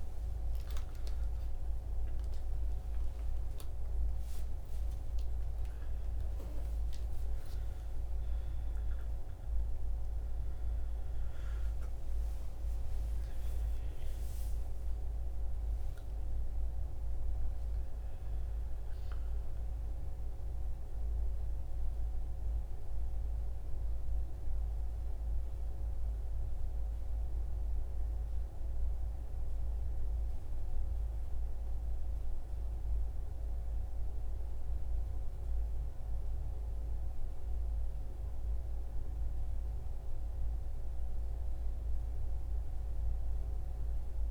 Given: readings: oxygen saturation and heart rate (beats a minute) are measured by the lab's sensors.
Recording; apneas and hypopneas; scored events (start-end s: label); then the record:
a person awake in a sleep study, hard to hear, by a room microphone; none
34.00-44.31 s: new sleep stage, N1 (lightest sleep)
From the record:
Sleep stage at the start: awake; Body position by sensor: on the back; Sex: male